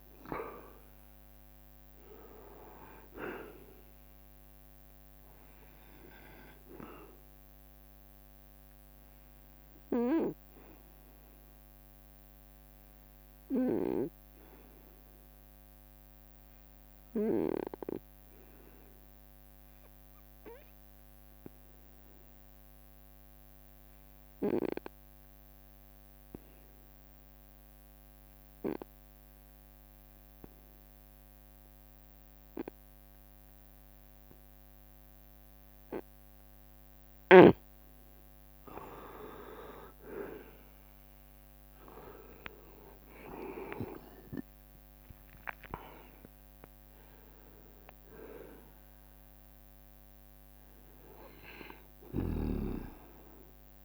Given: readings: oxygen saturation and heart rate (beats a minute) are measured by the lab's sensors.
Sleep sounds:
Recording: breathing in sleep by a microphone on the trachea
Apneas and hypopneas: 1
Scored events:
0.00-2.00 s: leg movement (device-marked)
0.00-7.50 s: drop in pulse transit time (device-marked, heart rate 74 extreme)
0.00-20.50 s: oxygen desaturation (device-marked, oxygen 92% lowest, heart rate 69 extreme)
13.50-37.50 s: obstructive apnea (oxygen 97% before, 89% lowest, heart rate 75 before, 69 extreme, up 7 after)
14.00-15.50 s: leg movement (device-marked)
31.00-34.00 s: leg movement (device-marked)
34.50-37.00 s: leg movement (device-marked)
36.50-53.85 s: oxygen desaturation (device-marked, oxygen 97% before, 89% lowest, heart rate 70 before, 70 extreme)
38.00-40.00 s: leg movement (device-marked)
40.50-52.50 s: drop in pulse transit time (device-marked, heart rate 71 before, 74 extreme)
41.50-46.50 s: arousal
From the record:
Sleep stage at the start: N2 (light sleep)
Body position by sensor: on the right side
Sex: male

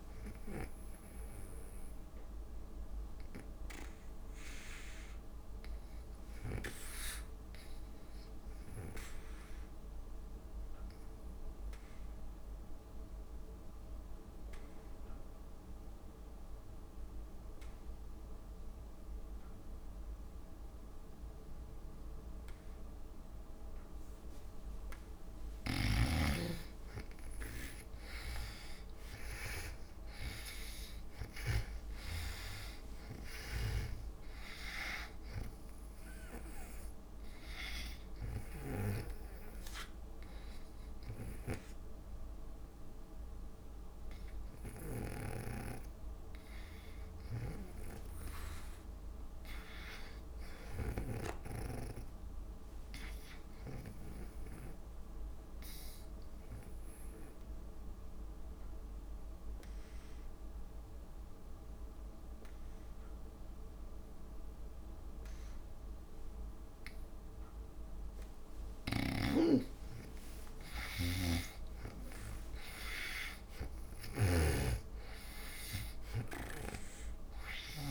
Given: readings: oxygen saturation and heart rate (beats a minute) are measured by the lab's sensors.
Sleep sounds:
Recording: breathing in sleep by a room microphone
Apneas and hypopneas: 2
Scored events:
0.00-4.50 s: oxygen desaturation (device-marked, oxygen 86% lowest)
9.50-25.00 s: obstructive apnea (oxygen 99% before, 81% lowest)
21.50-46.50 s: oxygen desaturation (device-marked, oxygen 98% before, 81% lowest)
29.00-33.00 s: arousal
34.00-39.50 s: snoring (device-marked)
41.50-45.50 s: snoring (device-marked)
47.50-51.50 s: snoring (device-marked)
48.50-51.50 s: arousal
55.50-70.00 s: obstructive apnea (oxygen 98% before, 84% lowest)
68.50-77.91 s: oxygen desaturation (device-marked, oxygen 96% before, 84% lowest)
71.50-76.00 s: arousal
71.50-77.91 s: snoring (device-marked)
From the record:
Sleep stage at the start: N2 (light sleep)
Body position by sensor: on the back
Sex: female

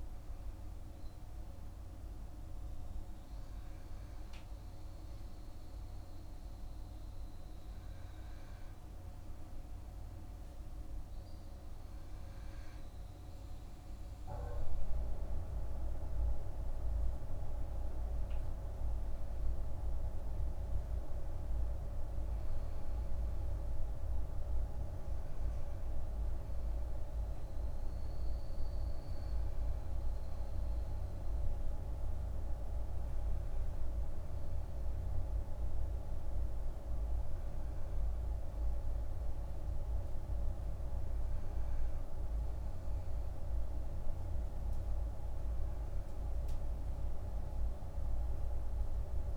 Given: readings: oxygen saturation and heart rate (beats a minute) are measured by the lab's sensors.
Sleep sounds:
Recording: breathing in sleep, hard to hear, by a room microphone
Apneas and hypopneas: none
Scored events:
none scored
From the record:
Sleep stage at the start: N2 (light sleep)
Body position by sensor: on the back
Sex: male

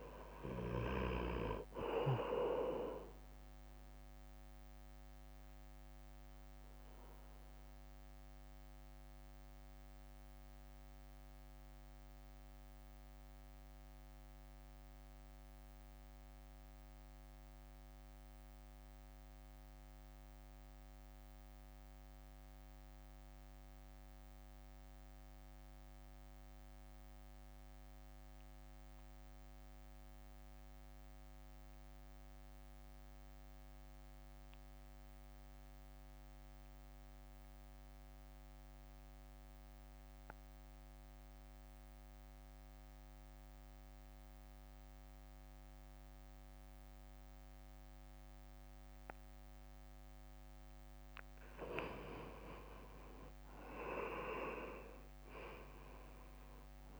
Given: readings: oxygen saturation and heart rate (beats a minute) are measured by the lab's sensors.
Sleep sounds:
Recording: breathing in sleep by a microphone on the trachea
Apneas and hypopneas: 1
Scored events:
0.00-8.50 s: oxygen desaturation (device-marked, oxygen 88% lowest, heart rate 52 extreme)
0.00-10.50 s: drop in pulse transit time (device-marked, heart rate 52 extreme)
5.00-50.50 s: mixed apnea (oxygen 99% before, 84% lowest, heart rate 60 before, 52 extreme, up 11 after)
14.50-26.50 s: oxygen desaturation (device-marked, oxygen 91% before, 87% lowest, heart rate 57 before, 52 extreme)
39.50-57.00 s: oxygen desaturation (device-marked, oxygen 99% before, 89% lowest, heart rate 63 before, 52 extreme)
41.50-48.50 s: drop in pulse transit time (device-marked, heart rate 63 before, 52 extreme)
53.00-57.00 s: arousal
53.50-57.00 s: drop in pulse transit time (device-marked, heart rate 58 before, 53 extreme)
From the record:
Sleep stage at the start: N2 (light sleep)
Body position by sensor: on the right side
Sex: male

